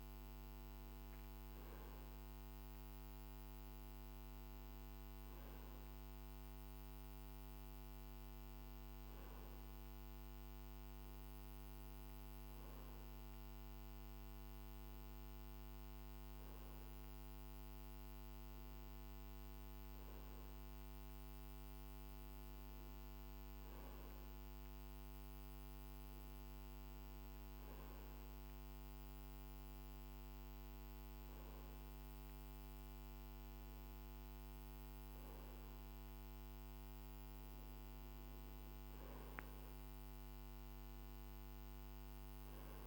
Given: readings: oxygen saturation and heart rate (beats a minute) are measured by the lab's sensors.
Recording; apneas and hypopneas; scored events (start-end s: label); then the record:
breathing in sleep, hard to hear, by a microphone on the trachea; none
none scored
From the record:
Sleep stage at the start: N2 (light sleep); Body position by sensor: on the right side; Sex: male